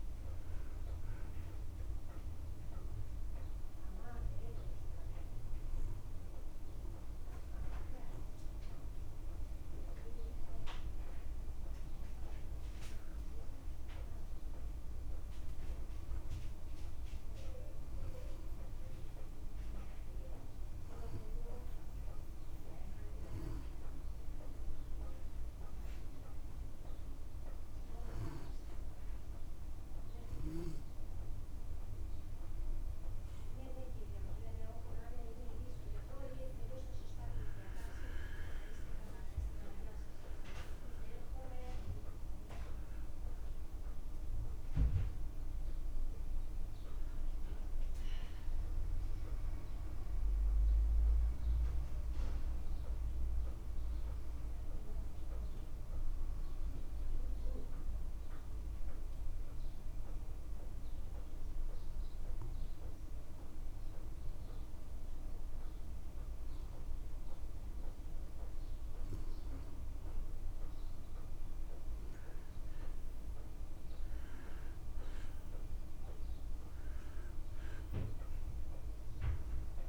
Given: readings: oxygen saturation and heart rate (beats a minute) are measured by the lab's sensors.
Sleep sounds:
breathing in sleep by a room microphone; 2
2.00-24.00 s: oxygen desaturation (device-marked, oxygen 94% before, 90% lowest, heart rate 61 before, 57 extreme)
3.50-14.00 s: hypopnea (oxygen 97% before, 89% lowest, heart rate 61 before, 57 extreme, up 1 after)
16.00-19.50 s: arousal
32.00-33.00 s: oxygen desaturation (device-marked, oxygen 94% before, 93% lowest, heart rate 58 before, 58 extreme)
44.00-48.00 s: arousal
52.50-67.50 s: mixed apnea (oxygen 94% before, 89% lowest, heart rate 60 before, 57 extreme, up 3 after)
72.00-75.50 s: arousal
From the record:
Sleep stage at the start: N2 (light sleep); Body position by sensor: on the back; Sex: male

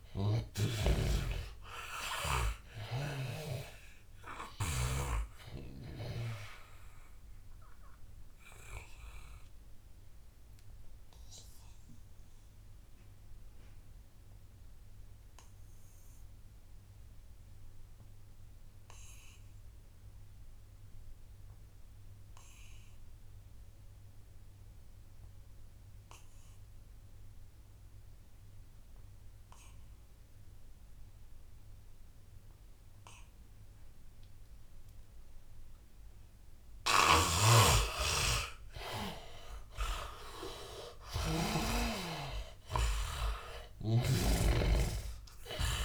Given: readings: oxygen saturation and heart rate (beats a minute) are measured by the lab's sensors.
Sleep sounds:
breathing in sleep by a room microphone; 1
0.00-3.50 s: snoring (device-marked)
0.00-16.00 s: oxygen desaturation (device-marked, oxygen 76% lowest, heart rate 76 extreme)
5.00-36.00 s: obstructive apnea (oxygen 100% before, 75% lowest, heart rate 88 before, 76 extreme, up 13 after)
29.00-45.85 s: oxygen desaturation (device-marked, oxygen 100% before, 75% lowest, heart rate 86 before, 76 extreme)
37.00-44.50 s: snoring (device-marked)
38.00-41.50 s: arousal
From the record:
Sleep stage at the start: N2 (light sleep); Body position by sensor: on the back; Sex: male

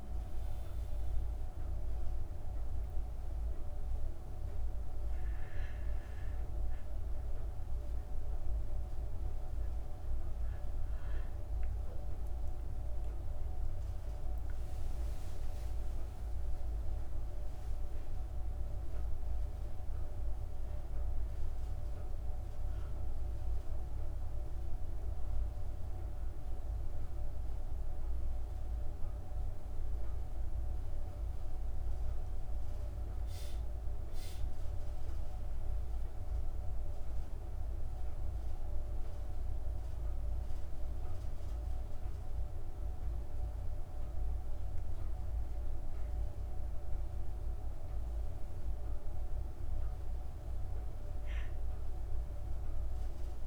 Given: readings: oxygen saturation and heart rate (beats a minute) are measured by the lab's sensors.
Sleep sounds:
breathing in sleep, hard to hear, by a room microphone; none
12.00-16.00 s: arousal
From the record:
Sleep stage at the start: N1 (lightest sleep); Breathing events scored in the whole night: 119 in 5.0 hours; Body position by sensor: on the back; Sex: female

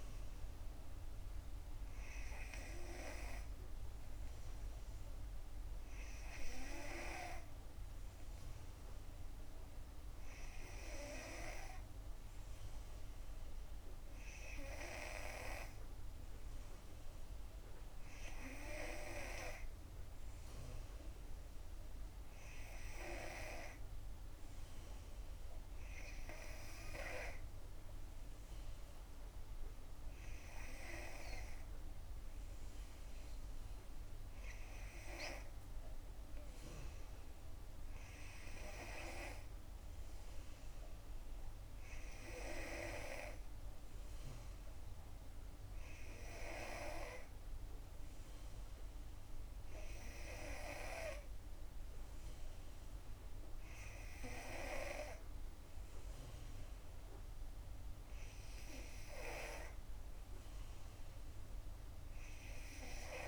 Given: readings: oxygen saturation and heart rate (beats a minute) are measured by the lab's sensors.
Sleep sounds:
breathing in sleep by a room microphone; none
12.00-14.00 s: long interval between heartbeats (device-marked, heart rate 65 before, 67 extreme)
From the record:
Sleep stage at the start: N2 (light sleep); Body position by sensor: on the back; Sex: female

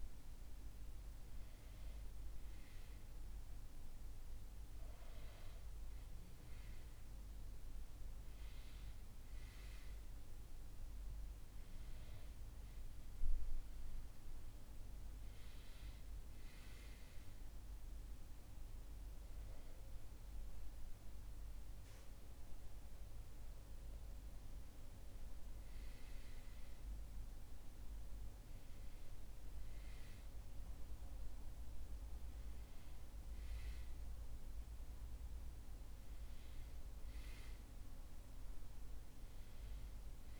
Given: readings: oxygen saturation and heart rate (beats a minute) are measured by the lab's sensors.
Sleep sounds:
breathing in sleep, hard to hear, by a room microphone; none
none scored
From the record:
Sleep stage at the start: N1 (lightest sleep); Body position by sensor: on the back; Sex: male

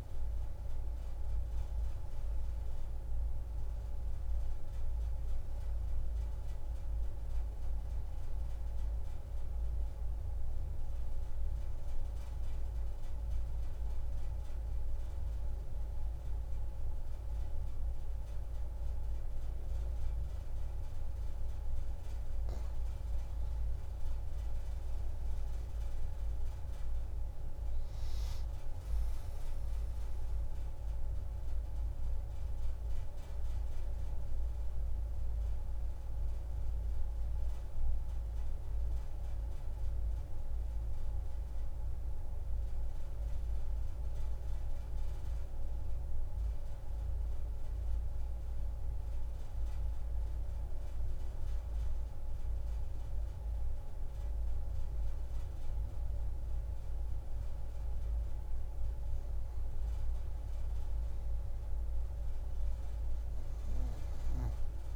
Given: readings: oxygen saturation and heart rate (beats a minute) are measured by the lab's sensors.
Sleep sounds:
a person partly awake in a sleep study, hard to hear, by a room microphone; 1
2.50-32.50 s: new sleep stage, awake
28.50-50.50 s: oxygen desaturation (device-marked, oxygen 96% before, 91% lowest)
32.50-64.96 s: new sleep stage, N2 (light sleep)
45.00-57.00 s: obstructive apnea (oxygen 96% before, 88% lowest)
58.00-62.00 s: arousal
From the record:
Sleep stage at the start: N2 (light sleep); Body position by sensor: on the back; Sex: female

